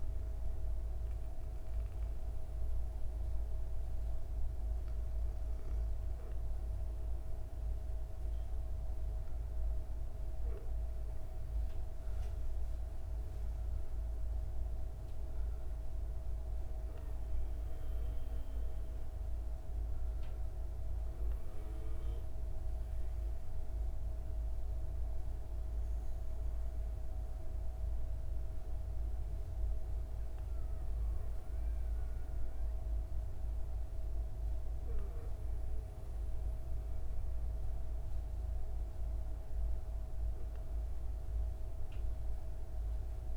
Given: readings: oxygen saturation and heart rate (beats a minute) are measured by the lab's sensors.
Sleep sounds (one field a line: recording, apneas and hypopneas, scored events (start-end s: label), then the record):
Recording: breathing in sleep, hard to hear, by a room microphone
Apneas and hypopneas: none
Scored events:
none scored
From the record:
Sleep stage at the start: N2 (light sleep)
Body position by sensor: on the back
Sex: female